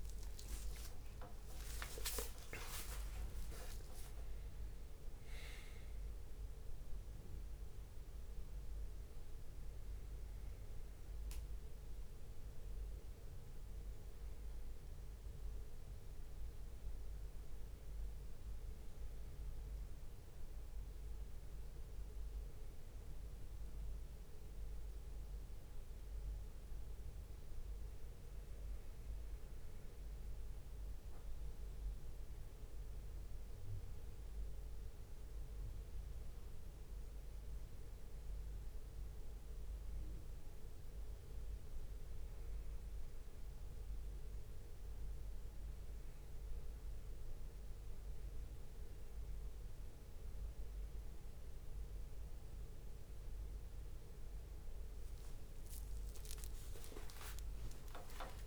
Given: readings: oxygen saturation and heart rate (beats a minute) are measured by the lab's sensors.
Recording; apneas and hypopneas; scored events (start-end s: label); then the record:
breathing in sleep, hard to hear, by a room microphone; none
0.00-2.50 s: leg movement (device-marked)
0.50-10.50 s: tachycardia (device-marked, heart rate 47 before, 140 extreme)
1.00-3.00 s: long interval between heartbeats (device-marked, heart rate 66 before, 76 extreme)
1.00-5.00 s: arousal
1.50-13.50 s: drop in pulse transit time (device-marked, heart rate 67 before, 91 extreme)
4.50-6.50 s: long interval between heartbeats (device-marked, heart rate 72 before, 127 extreme)
4.50-13.50 s: leg movement (device-marked)
7.50-9.50 s: long interval between heartbeats (device-marked, heart rate 82 before, 129 extreme)
10.00-12.00 s: long interval between heartbeats (device-marked, heart rate 89 before, 106 extreme)
17.00-27.00 s: leg movement (device-marked)
21.00-23.00 s: long interval between heartbeats (device-marked, heart rate 101 before, 82 extreme)
23.00-25.00 s: long interval between heartbeats (device-marked, heart rate 101 before, 87 extreme)
25.00-27.00 s: long interval between heartbeats (device-marked, heart rate 99 before, 99 extreme)
30.50-37.50 s: leg movement (device-marked)
39.50-44.50 s: leg movement (device-marked)
45.50-50.00 s: leg movement (device-marked)
45.50-58.47 s: drop in pulse transit time (device-marked, heart rate 70 before, 65 extreme)
52.00-54.00 s: long interval between heartbeats (device-marked, heart rate 64 before, 72 extreme)
53.50-58.47 s: new sleep stage, awake
54.50-58.47 s: tachycardia (device-marked, heart rate 41 before, 144 extreme)
55.50-58.47 s: leg movement (device-marked)
56.00-58.00 s: long interval between heartbeats (device-marked, heart rate 66 before, 88 extreme)
From the record:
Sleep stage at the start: N2 (light sleep); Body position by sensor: on the back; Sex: male